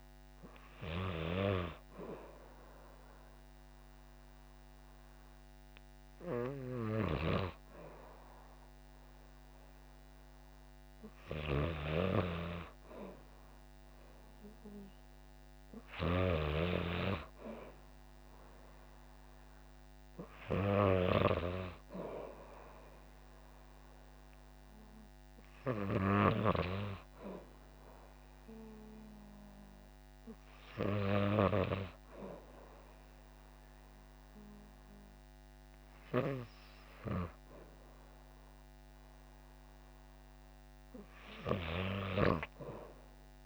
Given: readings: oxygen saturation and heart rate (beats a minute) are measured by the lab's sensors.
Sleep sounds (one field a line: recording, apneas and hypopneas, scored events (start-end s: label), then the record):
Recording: breathing in sleep by a microphone on the trachea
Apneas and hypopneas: none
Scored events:
none scored
From the record:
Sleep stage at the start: N2 (light sleep)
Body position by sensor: on the back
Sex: female